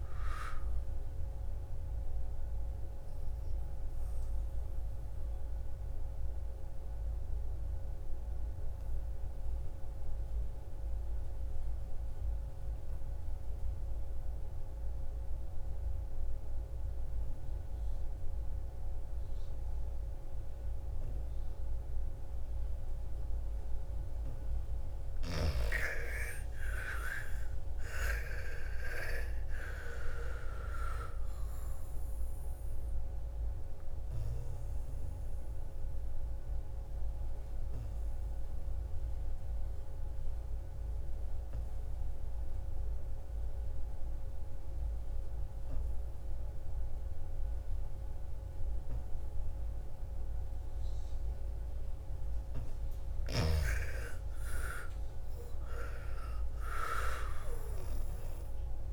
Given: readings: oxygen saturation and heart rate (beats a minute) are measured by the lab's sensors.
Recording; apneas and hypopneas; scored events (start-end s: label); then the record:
breathing in sleep by a room microphone; 2
0.00-10.00 s: oxygen desaturation (device-marked, oxygen 85% lowest, heart rate 54 extreme)
1.50-23.50 s: obstructive apnea (oxygen 98% before, 81% lowest, heart rate 62 before, 54 extreme, up 13 after)
22.00-53.00 s: oxygen desaturation (device-marked, oxygen 98% before, 81% lowest, heart rate 57 before, 54 extreme)
25.00-28.50 s: arousal
32.50-51.00 s: obstructive apnea (oxygen 98% before, 81% lowest, heart rate 60 before, 54 extreme, up 10 after)
53.00-56.50 s: arousal
55.00-58.93 s: oxygen desaturation (device-marked, oxygen 99% before, 86% lowest, heart rate 59 before, 54 extreme)
From the record:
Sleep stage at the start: N2 (light sleep); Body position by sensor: on the back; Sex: female